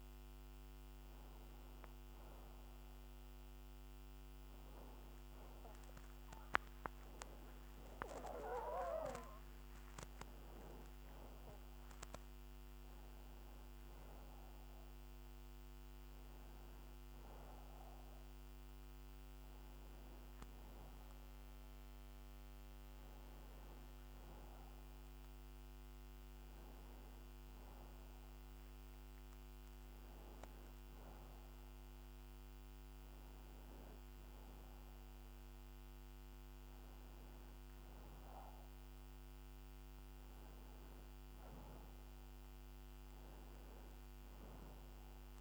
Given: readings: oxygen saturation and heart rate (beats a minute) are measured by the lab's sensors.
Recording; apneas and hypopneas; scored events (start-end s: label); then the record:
breathing in sleep, hard to hear, by a microphone on the trachea; none
none scored
From the record:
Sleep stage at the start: N1 (lightest sleep); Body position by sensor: on the back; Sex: male